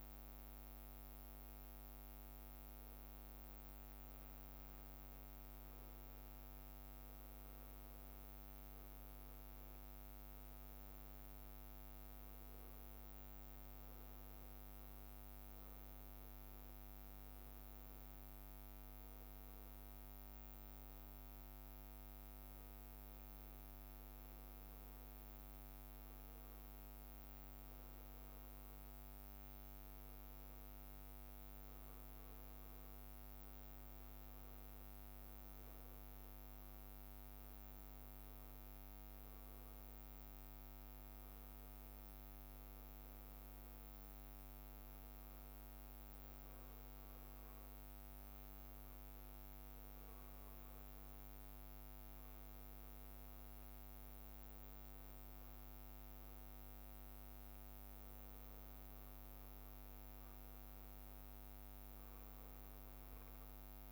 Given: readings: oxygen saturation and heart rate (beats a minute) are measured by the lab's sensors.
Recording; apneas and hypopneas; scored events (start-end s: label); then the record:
a person awake in a sleep study, hard to hear, by a microphone on the trachea; none
1.50-5.00 s: leg movement (device-marked)
4.50-6.50 s: long interval between heartbeats (device-marked, heart rate 61 before, 69 extreme)
9.00-18.50 s: leg movement (device-marked)
32.00-41.00 s: leg movement (device-marked)
42.00-51.50 s: leg movement (device-marked)
From the record:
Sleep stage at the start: awake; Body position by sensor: on the back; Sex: male